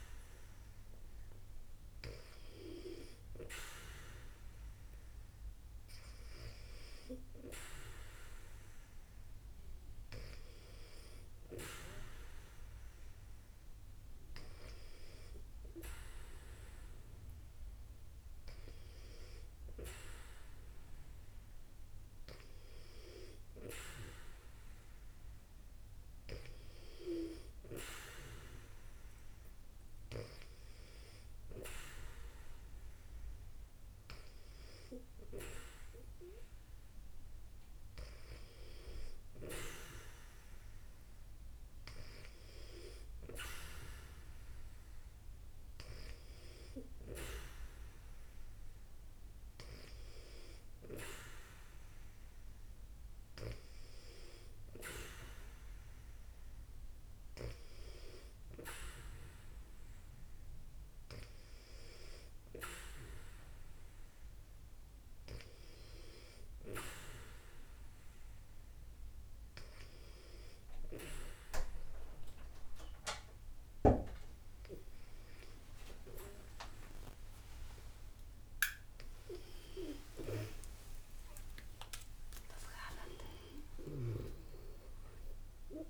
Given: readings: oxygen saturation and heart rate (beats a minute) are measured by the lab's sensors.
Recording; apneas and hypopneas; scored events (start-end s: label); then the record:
breathing in sleep by a room microphone; none
18.00-23.50 s: arousal
69.50-85.90 s: new sleep stage, awake
From the record:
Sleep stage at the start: N2 (light sleep); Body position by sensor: on the back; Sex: female